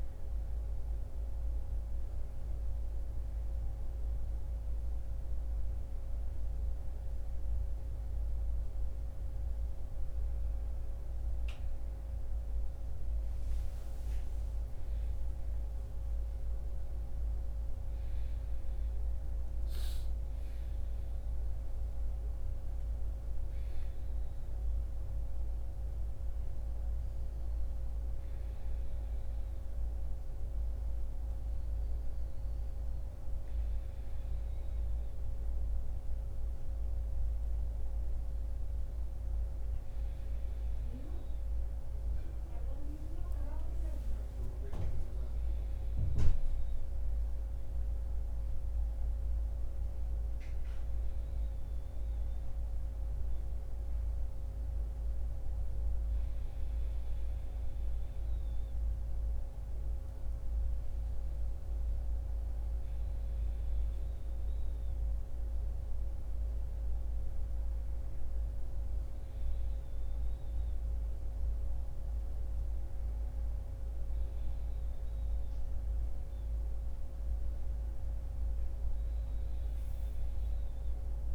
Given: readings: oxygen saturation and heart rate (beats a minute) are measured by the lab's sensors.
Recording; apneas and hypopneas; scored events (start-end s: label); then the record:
a person awake in a sleep study, hard to hear, by a room microphone; none
none scored
From the record:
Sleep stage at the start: awake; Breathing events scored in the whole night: 344 in 6.7 hours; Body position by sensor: on the right side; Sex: male